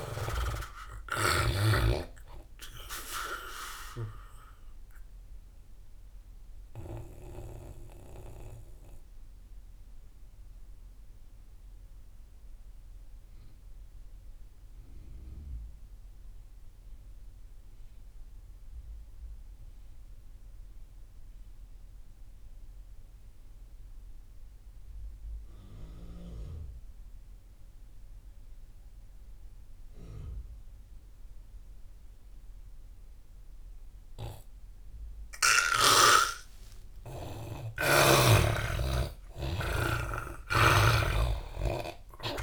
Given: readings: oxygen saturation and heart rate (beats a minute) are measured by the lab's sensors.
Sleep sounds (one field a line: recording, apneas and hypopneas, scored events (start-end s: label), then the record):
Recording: breathing in sleep by a room microphone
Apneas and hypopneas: 1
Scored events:
0.00-2.00 s: snoring (device-marked)
0.00-14.50 s: oxygen desaturation (device-marked, oxygen 83% lowest)
3.50-37.00 s: obstructive apnea (oxygen 99% before, 80% lowest)
29.50-42.42 s: oxygen desaturation (device-marked, oxygen 99% before, 80% lowest)
38.00-42.42 s: arousal
From the record:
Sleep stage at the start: N2 (light sleep)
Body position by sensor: on the back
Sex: male